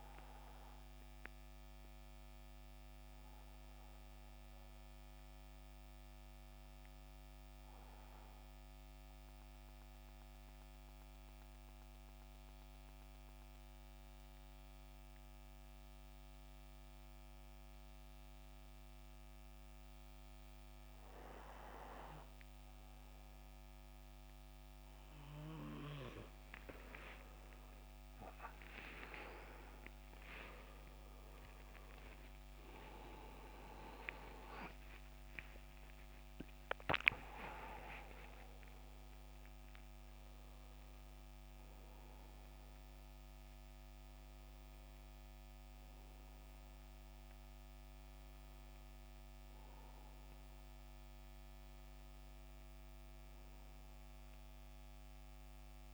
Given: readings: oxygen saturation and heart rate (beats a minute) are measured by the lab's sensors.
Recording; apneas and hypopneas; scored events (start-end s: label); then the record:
breathing in sleep by a microphone on the trachea; 1
0.00-14.00 s: oxygen desaturation (device-marked, oxygen 89% lowest, heart rate 67 extreme)
8.00-25.00 s: mixed apnea (oxygen 93% before, 86% lowest, heart rate 78 before, 67 extreme, up 15 after)
27.00-30.50 s: arousal
30.00-55.94 s: oxygen desaturation (device-marked, oxygen 93% before, 86% lowest, heart rate 69 before, 71 extreme)
33.00-55.94 s: new sleep stage, N1 (lightest sleep)
From the record:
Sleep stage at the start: N2 (light sleep); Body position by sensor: on the back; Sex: male